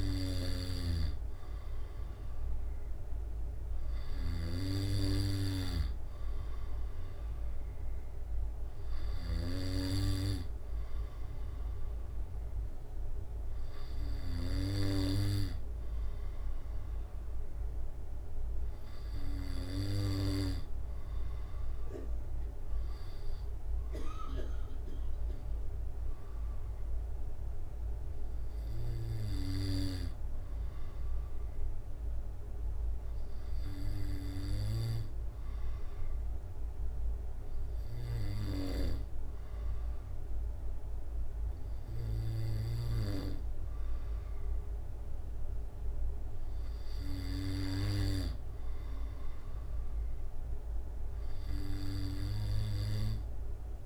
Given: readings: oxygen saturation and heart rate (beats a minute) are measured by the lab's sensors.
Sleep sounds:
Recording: breathing in sleep by a room microphone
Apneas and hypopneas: 1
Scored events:
0.00-11.00 s: drop in pulse transit time (device-marked, heart rate 68 extreme)
0.50-10.00 s: snoring (device-marked)
26.00-29.50 s: arousal
32.00-44.50 s: obstructive apnea (oxygen 96% before, 93% lowest, heart rate 67 before, 65 extreme, up 6 after)
47.00-50.50 s: arousal
From the record:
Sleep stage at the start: N2 (light sleep)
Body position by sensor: on the back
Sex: male

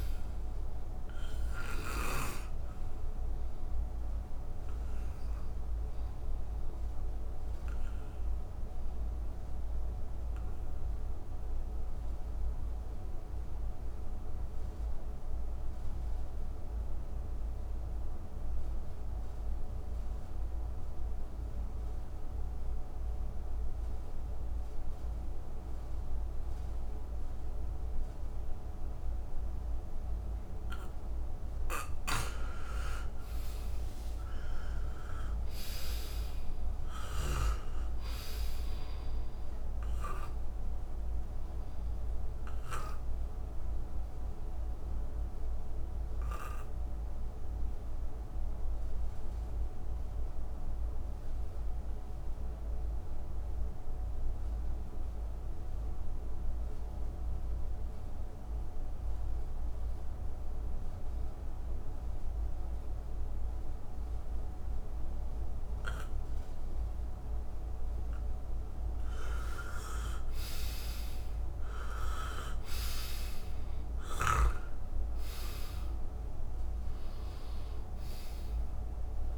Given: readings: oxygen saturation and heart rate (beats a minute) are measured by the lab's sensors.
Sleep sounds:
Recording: breathing in sleep by a room microphone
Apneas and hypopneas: 2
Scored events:
0.00-17.00 s: oxygen desaturation (device-marked, oxygen 81% lowest, heart rate 61 extreme)
4.50-31.00 s: obstructive apnea (oxygen 98% before, 81% lowest, heart rate 70 before, 61 extreme, up 8 after)
31.00-54.00 s: oxygen desaturation (device-marked, oxygen 98% before, 83% lowest, heart rate 65 before, 62 extreme)
32.00-37.50 s: snoring (device-marked)
33.00-37.50 s: arousal
41.50-68.00 s: obstructive apnea (oxygen 98% before, 81% lowest, heart rate 69 before, 60 extreme, up 12 after)
65.00-79.38 s: oxygen desaturation (device-marked, oxygen 98% before, 81% lowest, heart rate 65 before, 60 extreme)
69.50-73.50 s: arousal
From the record:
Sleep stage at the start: N2 (light sleep)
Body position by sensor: on the back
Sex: male

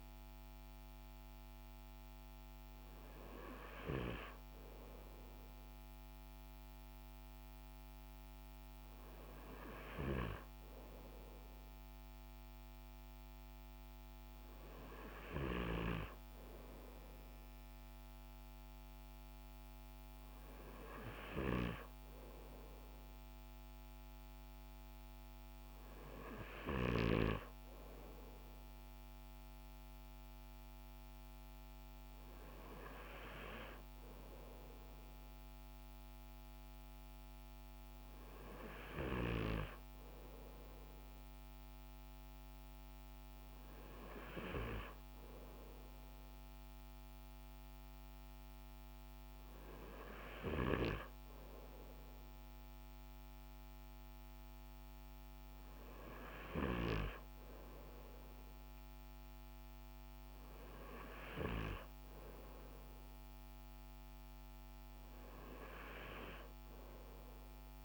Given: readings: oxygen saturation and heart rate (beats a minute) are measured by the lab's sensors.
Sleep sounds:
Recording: breathing in sleep by a microphone on the trachea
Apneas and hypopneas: none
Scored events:
none scored
From the record:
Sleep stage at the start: N2 (light sleep)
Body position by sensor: on the front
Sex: male

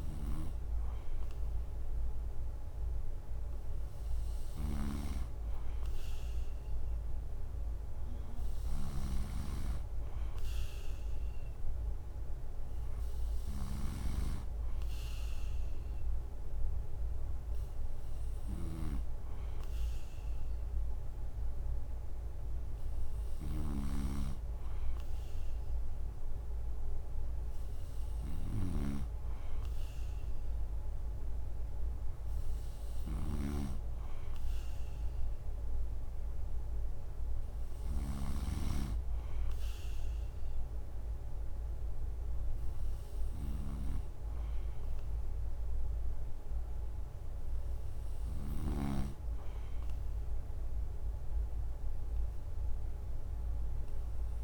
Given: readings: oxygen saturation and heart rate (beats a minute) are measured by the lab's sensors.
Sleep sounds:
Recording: breathing in sleep by a room microphone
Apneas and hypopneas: none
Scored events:
4.00-38.00 s: snoring (device-marked)
From the record:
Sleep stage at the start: N3 (deep sleep)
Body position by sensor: on the right side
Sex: male

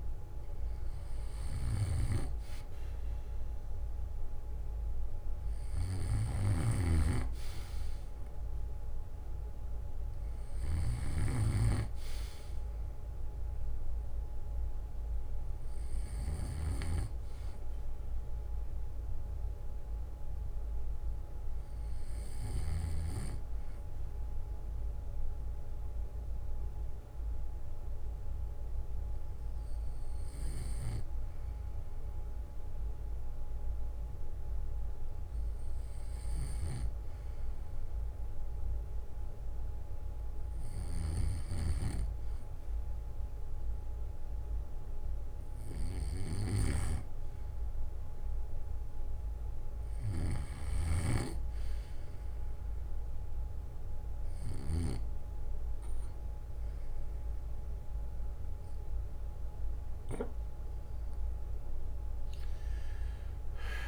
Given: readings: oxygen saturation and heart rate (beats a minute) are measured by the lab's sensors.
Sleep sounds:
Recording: breathing in sleep by a room microphone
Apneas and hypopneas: 1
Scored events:
0.00-1.50 s: arousal
16.00-33.00 s: hypopnea (oxygen 97% before, 92% lowest, heart rate 62 before, 58 extreme, up 9 after)
36.00-39.50 s: arousal
42.50-44.50 s: bradycardia (device-marked, heart rate 62 before, 66 extreme)
45.50-47.50 s: bradycardia (device-marked, heart rate 62 before, 59 extreme)
62.50-63.88 s: arousal
From the record:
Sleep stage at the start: N2 (light sleep)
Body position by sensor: on the back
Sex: male

